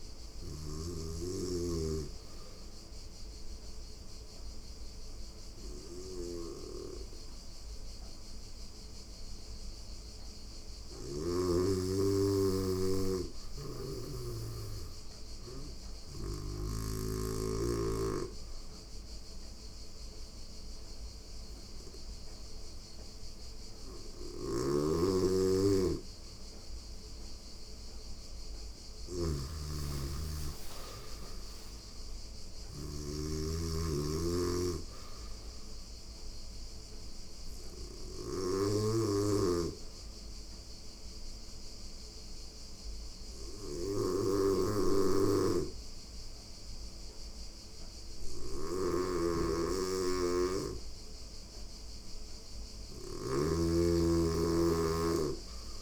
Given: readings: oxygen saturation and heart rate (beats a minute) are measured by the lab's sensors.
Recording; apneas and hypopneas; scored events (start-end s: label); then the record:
breathing in sleep by a room microphone; 2
0.00-10.50 s: snoring (device-marked)
0.00-18.50 s: oxygen desaturation (device-marked, oxygen 88% lowest, heart rate 87 extreme)
2.00-12.00 s: obstructive apnea (oxygen 96% before, 88% lowest, heart rate 88 before, 87 extreme, up 0 after)
23.50-28.50 s: arousal
23.50-55.82 s: snoring (device-marked)
38.00-51.00 s: hypopnea (oxygen 96% before, 88% lowest, heart rate 89 before, 88 extreme, up 1 after)
45.50-54.50 s: oxygen desaturation (device-marked, oxygen 94% before, 90% lowest, heart rate 89 before, 88 extreme)
From the record:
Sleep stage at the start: N2 (light sleep); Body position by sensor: on the right side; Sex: female